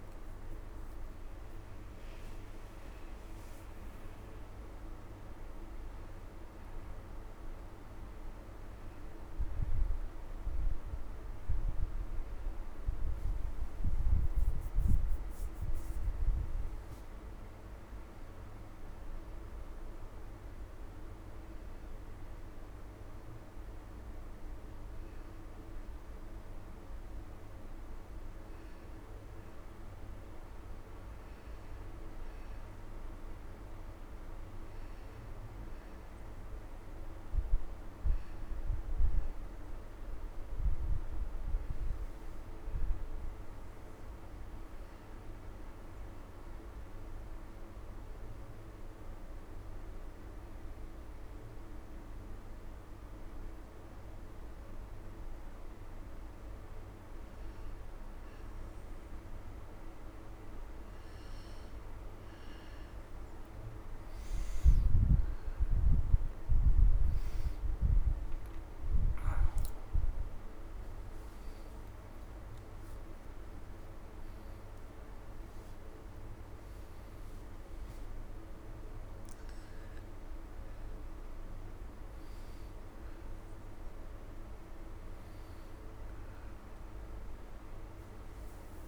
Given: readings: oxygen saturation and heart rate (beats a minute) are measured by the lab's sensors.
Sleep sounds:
breathing in sleep, hard to hear, by a room microphone; 1
46.00-56.50 s: obstructive apnea (oxygen 94% before, 91% lowest, heart rate 70 before, 64 extreme, up 10 after)
62.00-67.00 s: arousal
From the record:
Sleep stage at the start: N1 (lightest sleep); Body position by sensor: on the back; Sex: male

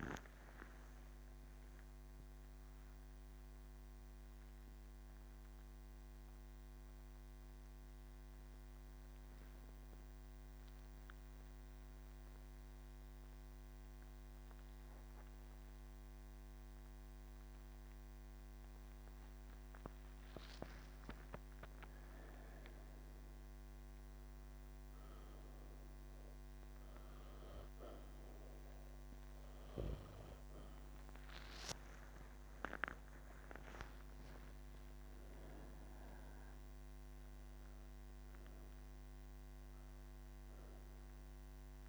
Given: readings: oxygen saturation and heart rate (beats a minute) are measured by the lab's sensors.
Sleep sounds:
breathing in sleep by a microphone on the trachea; 1
0.00-18.50 s: oxygen desaturation (device-marked, oxygen 90% lowest, heart rate 52 extreme)
6.00-21.00 s: obstructive apnea (oxygen 96% before, 91% lowest, heart rate 63 before, 56 extreme, up 12 after)
From the record:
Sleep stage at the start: N3 (deep sleep); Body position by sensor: on the right side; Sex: female

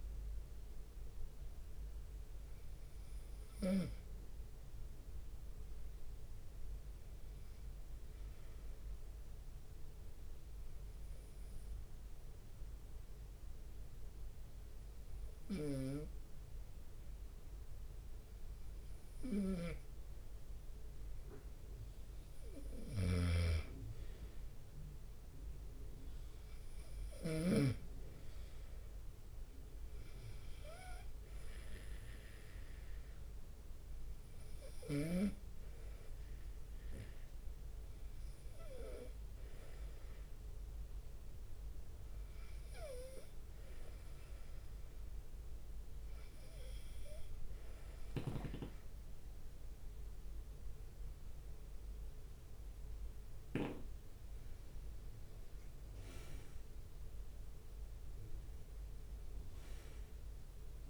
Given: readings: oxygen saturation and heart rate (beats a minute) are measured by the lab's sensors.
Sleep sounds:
breathing in sleep by a room microphone; 1
0.00-11.00 s: oxygen desaturation (device-marked, oxygen 90% lowest, heart rate 66 extreme)
7.50-21.00 s: obstructive apnea (oxygen 94% before, 91% lowest, heart rate 74 before, 66 extreme, up 23 after)
16.00-28.00 s: snoring (device-marked)
21.50-23.50 s: long interval between heartbeats (device-marked, heart rate 68 before, 87 extreme)
23.00-26.00 s: arousal
29.00-44.00 s: oxygen desaturation (device-marked, oxygen 97% before, 93% lowest, heart rate 75 before, 71 extreme)
51.00-54.50 s: arousal
From the record:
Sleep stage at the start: N2 (light sleep); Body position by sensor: on the right side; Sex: male

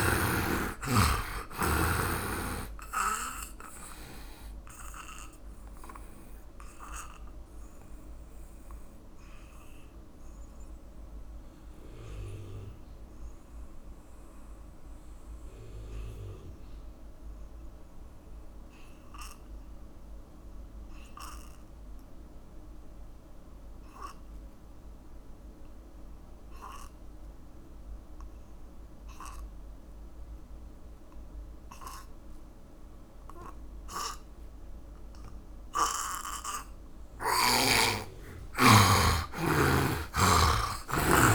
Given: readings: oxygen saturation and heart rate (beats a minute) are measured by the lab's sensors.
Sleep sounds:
breathing in sleep by a room microphone; 1
0.00-25.00 s: oxygen desaturation (device-marked, oxygen 79% lowest)
4.50-37.00 s: obstructive apnea (oxygen 100% before, 77% lowest, heart rate 87 before, 39 extreme)
10.00-38.00 s: tachycardia (device-marked)
27.00-41.35 s: oxygen desaturation (device-marked, oxygen 100% before, 77% lowest, heart rate 128 before, 39 extreme)
40.00-41.35 s: arousal
From the record:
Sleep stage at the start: N2 (light sleep); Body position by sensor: on the back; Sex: male

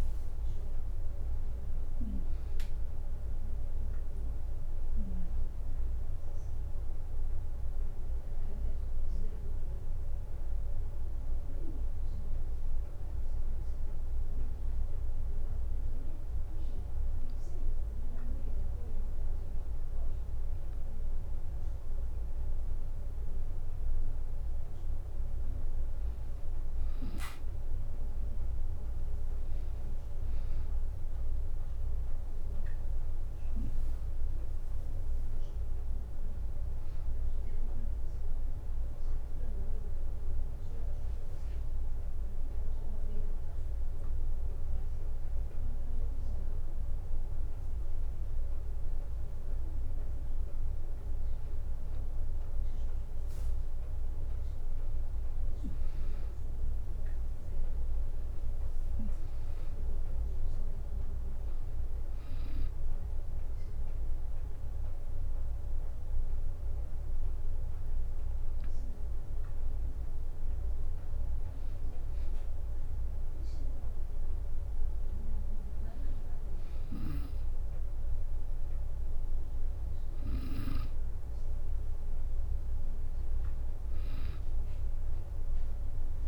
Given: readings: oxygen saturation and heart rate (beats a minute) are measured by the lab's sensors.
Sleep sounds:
breathing in sleep, hard to hear, by a room microphone; 3
0.00-8.50 s: oxygen desaturation (device-marked, oxygen 92% lowest, heart rate 64 extreme)
0.00-11.50 s: tachycardia (device-marked)
1.50-3.50 s: long interval between heartbeats (device-marked, heart rate 69 before, 96 extreme)
2.50-13.50 s: drop in pulse transit time (device-marked, heart rate 70 before, 113 extreme)
4.50-6.50 s: long interval between heartbeats (device-marked, heart rate 76 before, 148 extreme)
7.50-9.50 s: long interval between heartbeats (device-marked)
9.50-20.00 s: obstructive apnea (oxygen 97% before, 93% lowest, heart rate 108 before, 64 extreme, up 2 after)
12.00-14.00 s: long interval between heartbeats (device-marked, heart rate 122 before, 159 extreme)
22.50-26.50 s: arousal
26.50-43.50 s: oxygen desaturation (device-marked, oxygen 98% before, 94% lowest, heart rate 119 before, 64 extreme)
39.00-49.50 s: hypopnea (oxygen 98% before, 93% lowest, heart rate 67 before, 64 extreme, up 3 after)
54.00-58.00 s: arousal
57.50-70.50 s: oxygen desaturation (device-marked, oxygen 97% before, 93% lowest, heart rate 66 before, 65 extreme)
61.50-71.50 s: hypopnea (oxygen 97% before, 93% lowest, heart rate 66 before, 65 extreme, up 2 after)
73.00-76.00 s: arousal
From the record:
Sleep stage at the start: N2 (light sleep); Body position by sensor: on the back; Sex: female

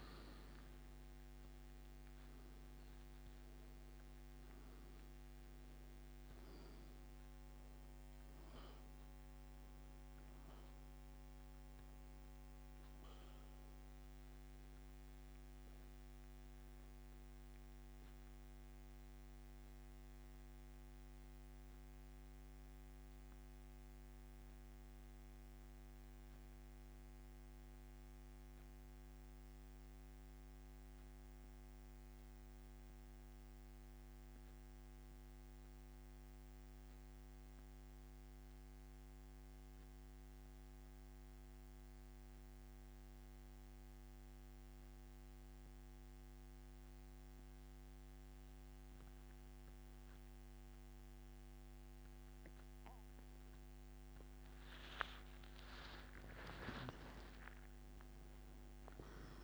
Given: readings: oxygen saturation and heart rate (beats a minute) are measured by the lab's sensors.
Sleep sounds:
breathing in sleep, hard to hear, by a microphone on the trachea; 1
16.50-53.50 s: central apnea (oxygen 92% before, 86% lowest, heart rate 89 before, 67 extreme, up 30 after)
28.50-48.50 s: oxygen desaturation (device-marked, oxygen 91% before, 86% lowest, heart rate 81 before, 74 extreme)
56.50-59.44 s: arousal
From the record:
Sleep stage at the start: N2 (light sleep); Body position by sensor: on the back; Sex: male

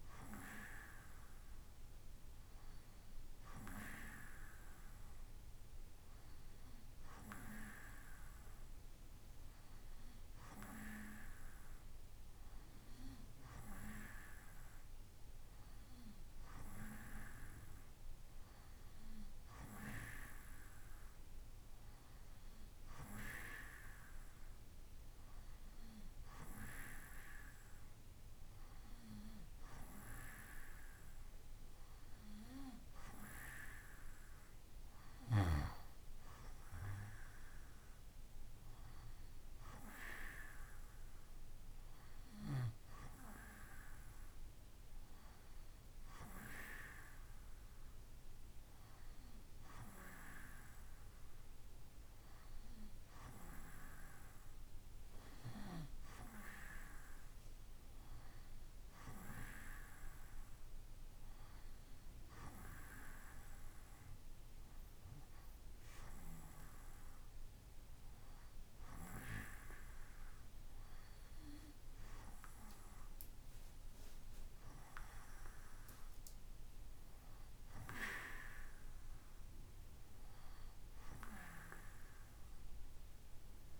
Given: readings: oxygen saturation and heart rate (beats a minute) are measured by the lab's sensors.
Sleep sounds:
breathing in sleep by a room microphone; none
none scored
From the record:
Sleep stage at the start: N2 (light sleep); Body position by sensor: on the right side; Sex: male

